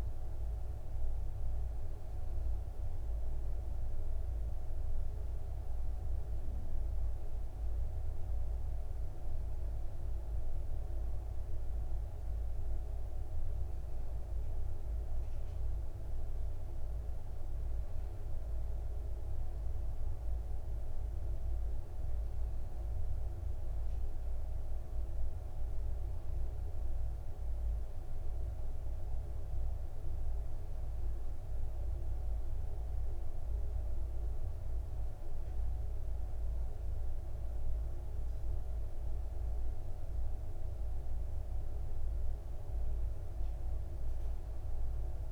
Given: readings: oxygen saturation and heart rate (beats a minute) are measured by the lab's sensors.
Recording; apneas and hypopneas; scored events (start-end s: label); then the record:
breathing in sleep, hard to hear, by a room microphone; none
none scored
From the record:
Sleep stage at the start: N2 (light sleep); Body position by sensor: on the back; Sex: male